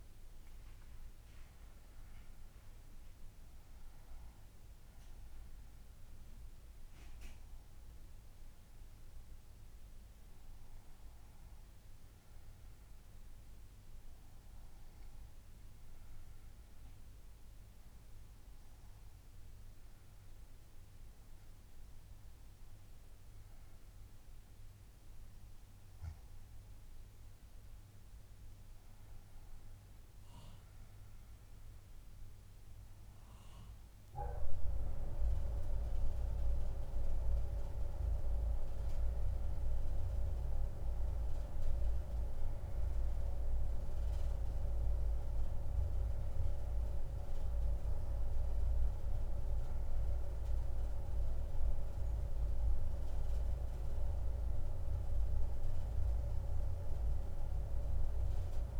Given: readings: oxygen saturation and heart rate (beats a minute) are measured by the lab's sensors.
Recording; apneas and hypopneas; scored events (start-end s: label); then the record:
breathing in sleep by a room microphone; 1
13.50-29.50 s: hypopnea (oxygen 98% before, 93% lowest, heart rate 87 before, 71 extreme, up 4 after)
26.00-48.00 s: oxygen desaturation (device-marked, oxygen 97% before, 94% lowest, heart rate 78 before, 69 extreme)
30.50-35.00 s: arousal
From the record:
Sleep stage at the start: N1 (lightest sleep); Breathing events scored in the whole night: 112 in 4.4 hours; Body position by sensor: on the back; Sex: female